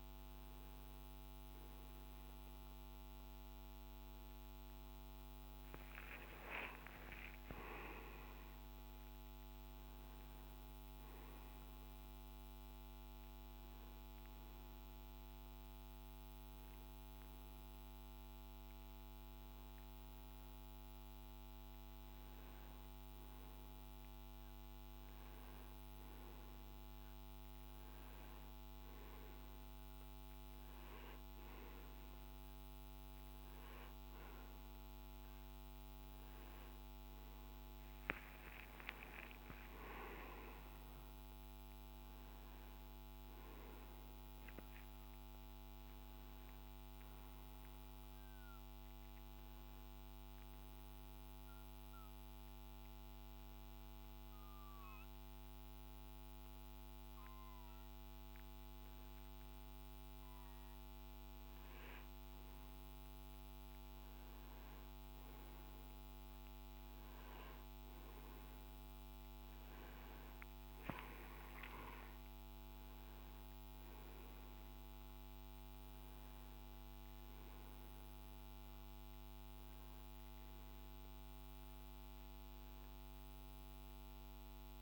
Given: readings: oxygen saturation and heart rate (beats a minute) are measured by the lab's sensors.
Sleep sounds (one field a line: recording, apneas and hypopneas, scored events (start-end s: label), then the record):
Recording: breathing in sleep, hard to hear, by a microphone on the trachea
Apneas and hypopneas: 2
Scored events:
5.50-10.00 s: arousal
12.50-23.00 s: hypopnea (oxygen 95% before, 90% lowest, heart rate 60 before, 53 extreme, up 7 after)
34.00-45.00 s: oxygen desaturation (device-marked, oxygen 94% before, 91% lowest, heart rate 57 before, 53 extreme)
38.00-44.00 s: arousal
50.00-61.50 s: obstructive apnea (oxygen 94% before, 90% lowest, heart rate 64 before, 53 extreme, up 10 after)
65.50-70.50 s: arousal
70.00-84.82 s: oxygen desaturation (device-marked, oxygen 95% before, 90% lowest, heart rate 58 before, 54 extreme)
From the record:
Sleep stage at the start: N2 (light sleep)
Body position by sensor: on the right side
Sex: male